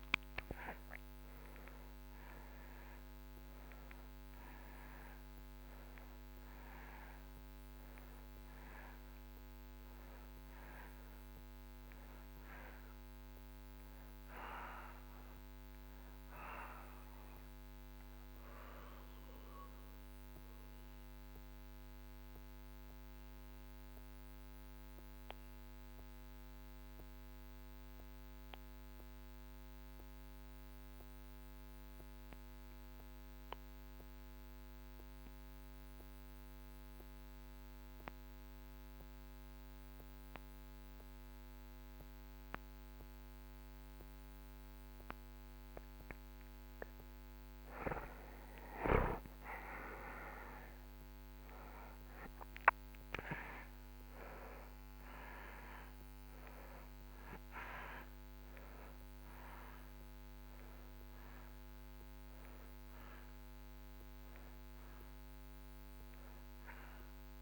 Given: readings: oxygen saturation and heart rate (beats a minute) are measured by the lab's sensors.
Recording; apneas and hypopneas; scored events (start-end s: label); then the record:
breathing in sleep by a microphone on the trachea; 1
0.00-36.00 s: oxygen desaturation (device-marked, oxygen 79% lowest)
18.50-46.50 s: obstructive apnea (oxygen 96% before, 75% lowest)
48.00-53.00 s: arousal
48.00-67.42 s: oxygen desaturation (device-marked, oxygen 97% before, 75% lowest)
From the record:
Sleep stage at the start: N2 (light sleep); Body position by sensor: on the back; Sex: male